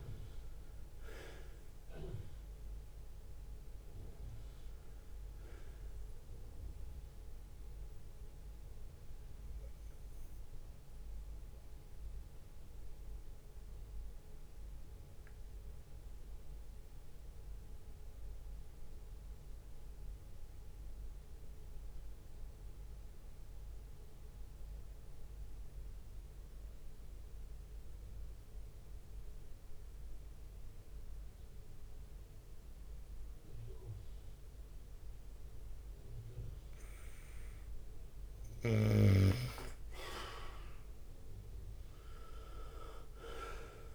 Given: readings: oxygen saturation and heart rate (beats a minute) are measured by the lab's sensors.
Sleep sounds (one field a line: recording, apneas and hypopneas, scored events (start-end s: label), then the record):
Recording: breathing in sleep by a room microphone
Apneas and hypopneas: 1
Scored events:
0.00-43.95 s: bradycardia (device-marked)
2.00-4.00 s: long interval between heartbeats (device-marked)
6.50-20.50 s: oxygen desaturation (device-marked, oxygen 96% before, 92% lowest)
10.00-36.50 s: obstructive apnea (oxygen 98% before, 92% lowest)
10.50-12.50 s: long interval between heartbeats (device-marked)
31.00-33.00 s: long interval between heartbeats (device-marked)
36.00-38.50 s: leg movement (device-marked)
39.50-40.50 s: leg movement (device-marked)
40.00-43.95 s: arousal
42.50-43.95 s: leg movement (device-marked)
From the record:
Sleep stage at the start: N2 (light sleep)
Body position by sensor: on the right side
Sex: male